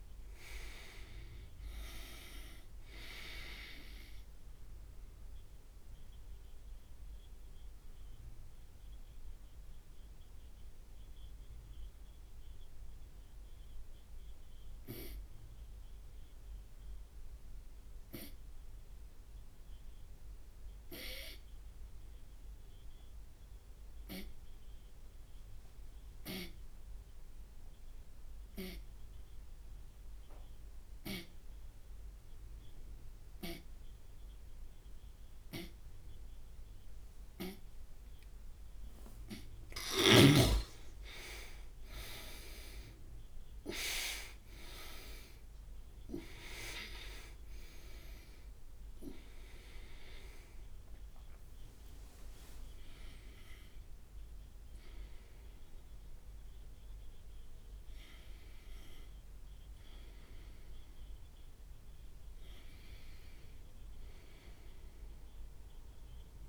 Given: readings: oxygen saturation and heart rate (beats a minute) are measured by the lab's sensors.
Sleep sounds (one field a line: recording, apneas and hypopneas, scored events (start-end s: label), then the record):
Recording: breathing in sleep by a room microphone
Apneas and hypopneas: 1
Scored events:
6.50-39.00 s: obstructive apnea (oxygen 100% before, 84% lowest)
10.00-23.00 s: oxygen desaturation (device-marked, oxygen 96% before, 90% lowest)
37.00-66.49 s: new sleep stage, N1 (lightest sleep)
40.50-44.50 s: arousal
45.00-54.00 s: oxygen desaturation (device-marked, oxygen 96% before, 92% lowest)
63.00-66.49 s: arousal
63.00-66.49 s: oxygen desaturation (device-marked, oxygen 93% before, 84% lowest)
From the record:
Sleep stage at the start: N2 (light sleep)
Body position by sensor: on the right side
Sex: male